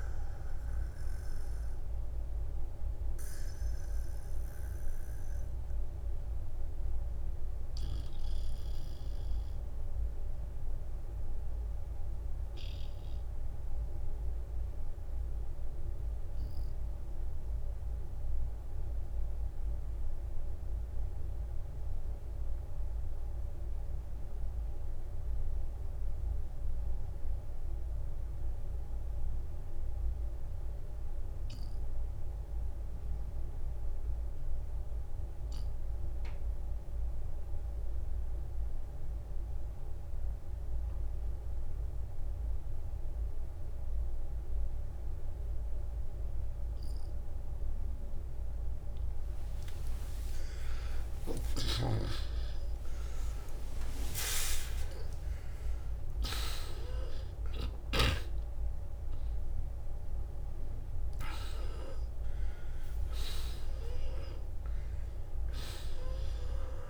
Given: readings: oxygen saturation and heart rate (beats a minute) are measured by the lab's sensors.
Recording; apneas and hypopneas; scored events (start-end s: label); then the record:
breathing in sleep by a room microphone; 1
0.00-4.50 s: oxygen desaturation (device-marked, oxygen 92% lowest, heart rate 43 extreme)
4.00-48.50 s: obstructive apnea (oxygen 96% before, 77% lowest, heart rate 60 before, 43 extreme)
10.50-28.50 s: oxygen desaturation (device-marked, oxygen 94% before, 85% lowest, heart rate 62 before, 43 extreme)
29.50-31.50 s: long interval between heartbeats (device-marked, heart rate 51 before, 50 extreme)
33.50-35.50 s: long interval between heartbeats (device-marked, heart rate 50 before, 47 extreme)
41.50-56.50 s: oxygen desaturation (device-marked, oxygen 96% before, 90% lowest, heart rate 50 before, 45 extreme)
50.00-52.00 s: long interval between heartbeats (device-marked, heart rate 48 before, 55 extreme)
50.50-52.50 s: tachycardia (device-marked, heart rate 59 before, 67 extreme)
51.50-56.00 s: arousal
53.00-55.00 s: long interval between heartbeats (device-marked, heart rate 50 before, 90 extreme)
61.50-66.90 s: oxygen desaturation (device-marked, oxygen 92% before, 77% lowest, heart rate 70 before, 44 extreme)
From the record:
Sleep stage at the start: N2 (light sleep); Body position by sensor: on the back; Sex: male